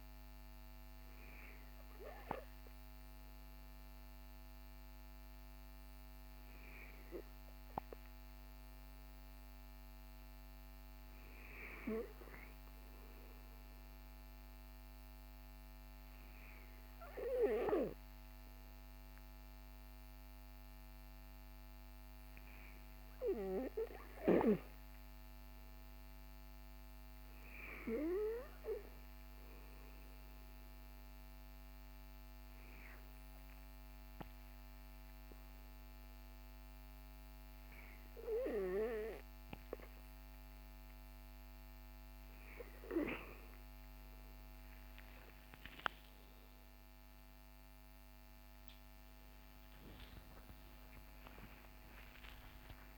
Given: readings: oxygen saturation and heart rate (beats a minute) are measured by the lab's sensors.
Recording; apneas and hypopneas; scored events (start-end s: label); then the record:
breathing in sleep by a microphone on the trachea; 1
25.00-28.50 s: arousal
31.00-42.00 s: hypopnea (oxygen 97% before, 94% lowest, heart rate 60 before, 50 extreme, up 24 after)
46.00-52.50 s: arousal
From the record:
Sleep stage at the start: N2 (light sleep); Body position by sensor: on the back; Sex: male